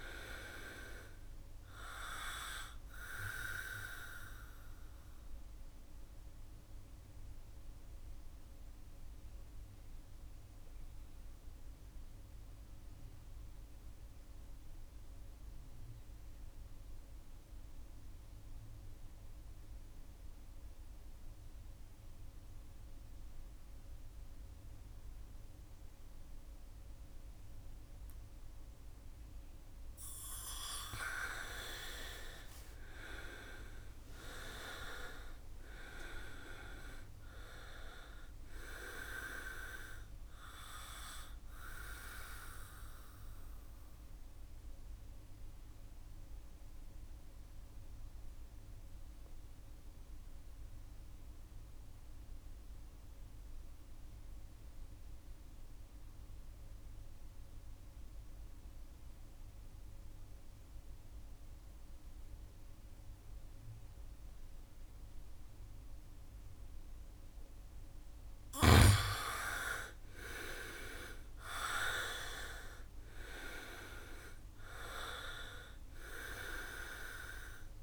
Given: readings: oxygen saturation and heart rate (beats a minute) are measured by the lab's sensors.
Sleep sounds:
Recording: breathing in sleep by a room microphone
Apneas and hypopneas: 2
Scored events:
0.00-24.50 s: oxygen desaturation (device-marked, oxygen 85% lowest, heart rate 63 extreme)
3.50-29.50 s: mixed apnea (oxygen 98% before, 83% lowest, heart rate 69 before, 62 extreme, up 3 after)
26.50-59.50 s: oxygen desaturation (device-marked, oxygen 99% before, 84% lowest, heart rate 68 before, 62 extreme)
31.00-35.00 s: arousal
43.00-66.50 s: mixed apnea (oxygen 99% before, 78% lowest, heart rate 72 before, 62 extreme, up 0 after)
69.50-74.00 s: arousal
71.50-77.83 s: oxygen desaturation (device-marked, oxygen 98% before, 78% lowest, heart rate 69 before, 62 extreme)
From the record:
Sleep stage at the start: N2 (light sleep)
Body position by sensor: on the back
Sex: male

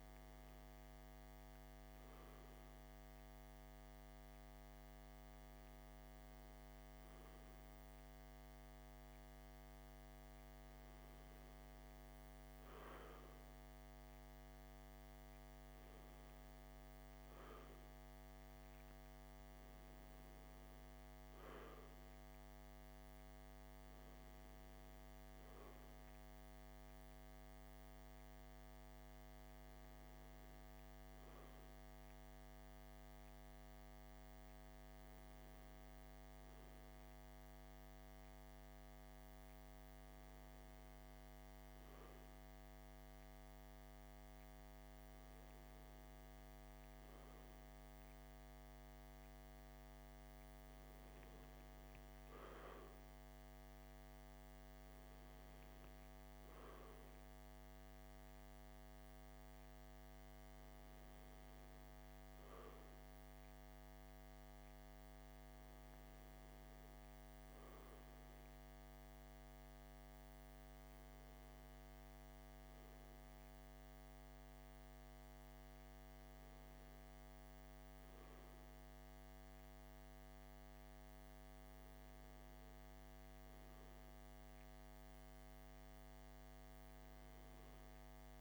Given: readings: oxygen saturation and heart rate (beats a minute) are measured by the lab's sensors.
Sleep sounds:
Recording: breathing in sleep, hard to hear, by a microphone on the trachea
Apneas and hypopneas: none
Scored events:
none scored
From the record:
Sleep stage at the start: N2 (light sleep)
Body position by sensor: on the left side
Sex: male

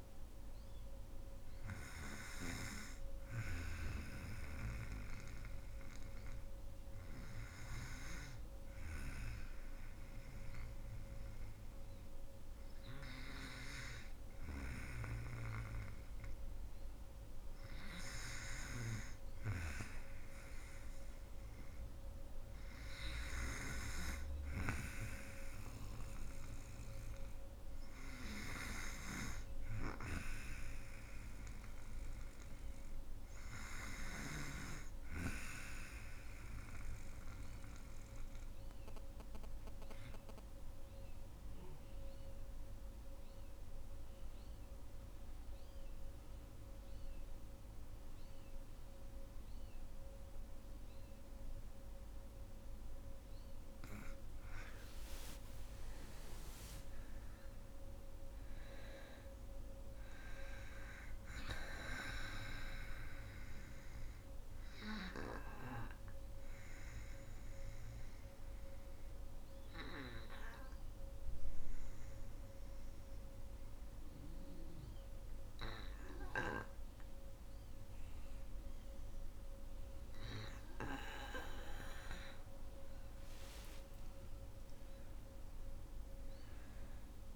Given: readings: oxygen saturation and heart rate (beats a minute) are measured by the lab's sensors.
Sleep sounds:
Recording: breathing in sleep by a room microphone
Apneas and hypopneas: 2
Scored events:
29.00-34.00 s: snoring (device-marked)
37.00-52.00 s: obstructive apnea (oxygen 97% before, 87% lowest, heart rate 62 before, 49 extreme, up 20 after)
54.00-58.00 s: arousal
61.50-77.50 s: oxygen desaturation (device-marked, oxygen 95% before, 87% lowest, heart rate 56 before, 53 extreme)
64.50-80.50 s: obstructive apnea (oxygen 95% before, 87% lowest, heart rate 58 before, 53 extreme, up 9 after)
82.00-86.50 s: arousal
From the record:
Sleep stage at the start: N2 (light sleep)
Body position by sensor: on the back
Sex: female

